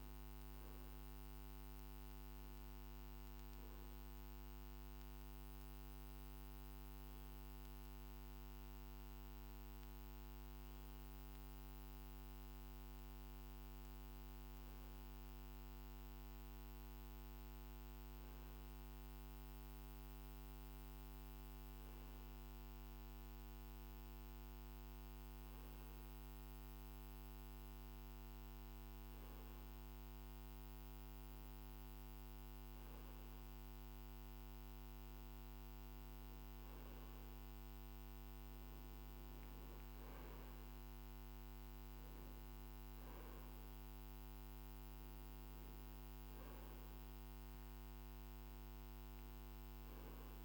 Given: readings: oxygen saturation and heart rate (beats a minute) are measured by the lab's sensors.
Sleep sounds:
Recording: breathing in sleep, hard to hear, by a microphone on the trachea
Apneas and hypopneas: none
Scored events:
none scored
From the record:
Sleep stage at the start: N2 (light sleep)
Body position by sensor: on the right side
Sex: male

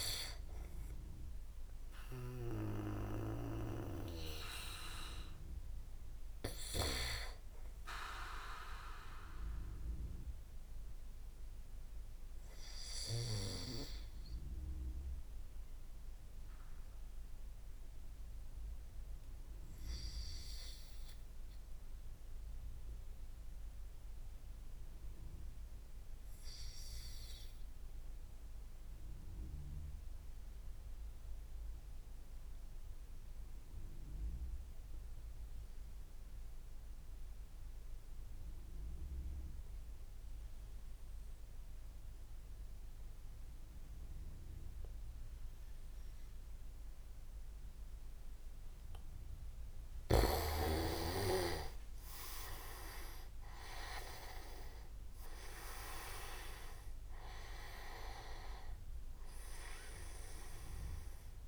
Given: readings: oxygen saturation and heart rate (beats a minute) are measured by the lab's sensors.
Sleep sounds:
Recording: breathing in sleep by a room microphone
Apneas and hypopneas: 1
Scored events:
0.00-6.50 s: oxygen desaturation (device-marked, oxygen 94% lowest, heart rate 63 extreme)
11.00-49.00 s: obstructive apnea (oxygen 98% before, 93% lowest, heart rate 74 before, 39 extreme, up 20 after)
46.50-61.48 s: oxygen desaturation (device-marked, oxygen 97% before, 93% lowest, heart rate 75 before, 39 extreme)
50.00-54.50 s: leg movement (device-marked)
50.50-54.50 s: arousal
From the record:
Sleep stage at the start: N2 (light sleep)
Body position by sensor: on the back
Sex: male

